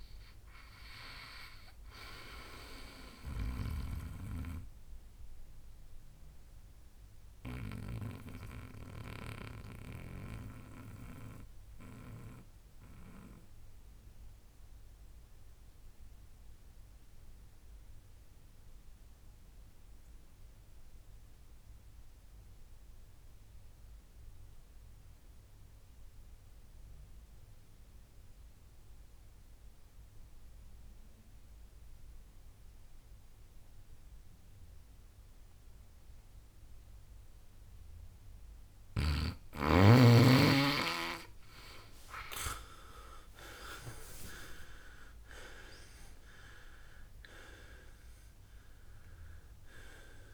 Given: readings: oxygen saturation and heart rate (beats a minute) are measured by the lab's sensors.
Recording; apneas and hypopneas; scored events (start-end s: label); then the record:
breathing in sleep by a room microphone; 1
4.00-39.50 s: mixed apnea (oxygen 98% before, 90% lowest, heart rate 72 before, 57 extreme, up 19 after)
36.50-50.34 s: oxygen desaturation (device-marked, oxygen 98% before, 90% lowest, heart rate 60 before, 58 extreme)
42.00-46.50 s: arousal
From the record:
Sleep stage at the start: N2 (light sleep); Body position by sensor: on the back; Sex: male